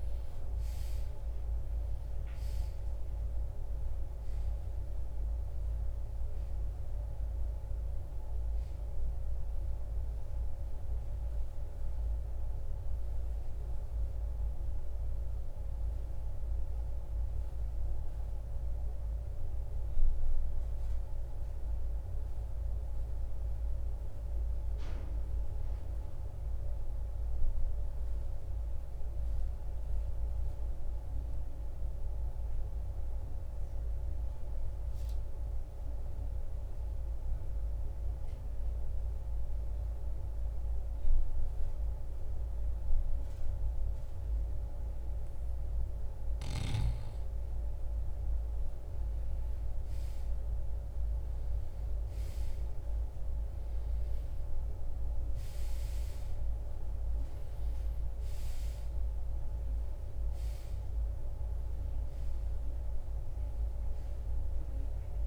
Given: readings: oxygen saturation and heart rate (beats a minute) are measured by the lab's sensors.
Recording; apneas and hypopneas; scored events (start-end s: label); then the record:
breathing in sleep, hard to hear, by a room microphone; 1
25.50-46.00 s: obstructive apnea (oxygen 95% before, 81% lowest, heart rate 77 before, 52 extreme, up 0 after)
47.50-52.00 s: arousal
From the record:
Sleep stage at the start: N2 (light sleep); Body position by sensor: on the right side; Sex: male